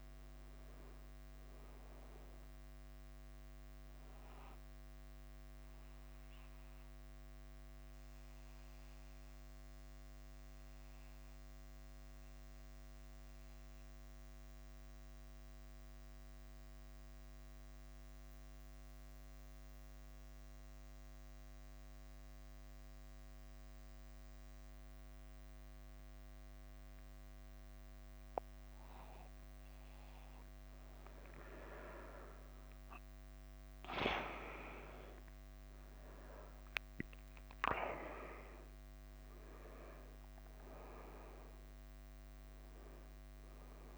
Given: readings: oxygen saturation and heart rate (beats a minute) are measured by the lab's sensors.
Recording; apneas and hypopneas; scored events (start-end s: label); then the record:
breathing in sleep by a microphone on the trachea; 1
0.00-42.50 s: bradycardia (device-marked, heart rate 45 extreme)
6.50-30.50 s: mixed apnea (oxygen 99% before, 93% lowest, heart rate 52 before, 49 extreme, up 5 after)
33.00-38.00 s: arousal
From the record:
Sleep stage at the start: N2 (light sleep); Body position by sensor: on the back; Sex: male